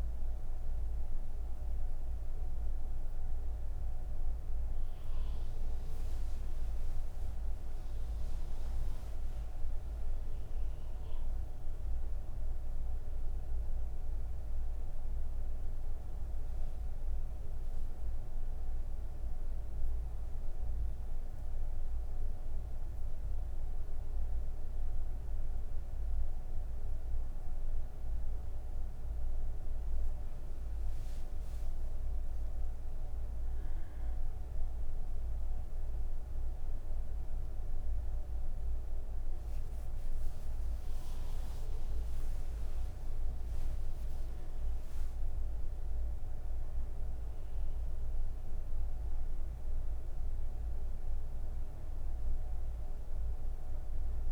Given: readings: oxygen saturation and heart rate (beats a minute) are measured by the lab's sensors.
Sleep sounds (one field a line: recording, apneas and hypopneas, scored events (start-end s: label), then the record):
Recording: breathing in sleep, hard to hear, by a room microphone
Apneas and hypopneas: 1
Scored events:
16.00-30.50 s: obstructive apnea (oxygen 98% before, 93% lowest)
35.00-49.00 s: oxygen desaturation (device-marked, oxygen 97% before, 94% lowest)
From the record:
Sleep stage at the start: N1 (lightest sleep)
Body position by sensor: on the back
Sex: female